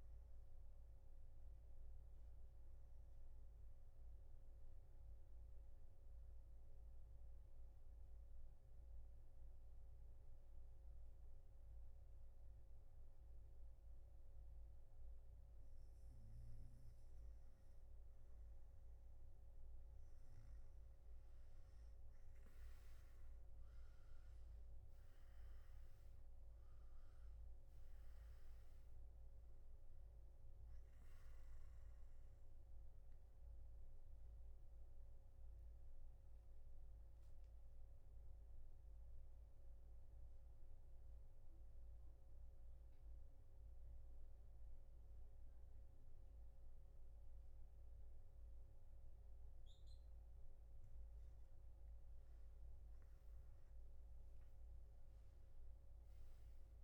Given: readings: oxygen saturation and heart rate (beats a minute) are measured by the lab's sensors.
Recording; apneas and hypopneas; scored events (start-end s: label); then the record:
breathing in sleep, hard to hear, by a room microphone; 2
1.50-16.50 s: obstructive apnea (oxygen 96% before, 91% lowest, heart rate 126 before, 117 extreme, up 1 after)
35.50-51.50 s: mixed apnea (oxygen 96% before, 91% lowest, heart rate 122 before, 107 extreme, up 5 after)
44.00-53.00 s: oxygen desaturation (device-marked, oxygen 94% before, 91% lowest, heart rate 123 before, 107 extreme)
From the record:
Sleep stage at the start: N3 (deep sleep); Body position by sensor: on the back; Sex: male